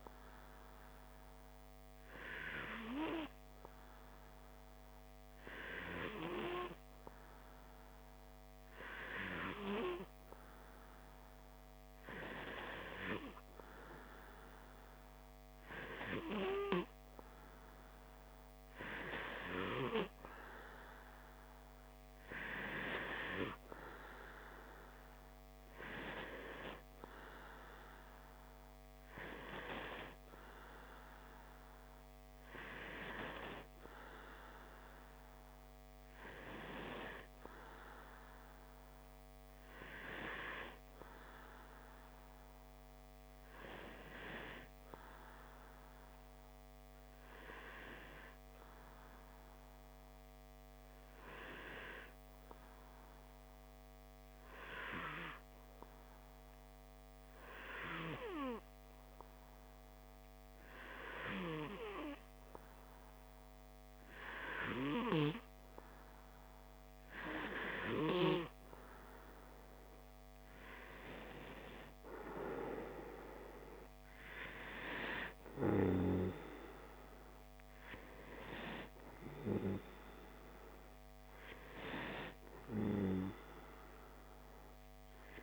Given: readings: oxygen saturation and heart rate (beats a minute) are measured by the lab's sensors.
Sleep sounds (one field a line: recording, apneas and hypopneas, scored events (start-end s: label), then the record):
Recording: breathing in sleep by a microphone on the trachea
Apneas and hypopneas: 1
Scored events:
46.50-64.00 s: hypopnea (oxygen 95% before, 94% lowest, heart rate 60 before, 60 extreme, up 1 after)
70.00-74.50 s: arousal
From the record:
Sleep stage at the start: N2 (light sleep)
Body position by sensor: on the back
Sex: male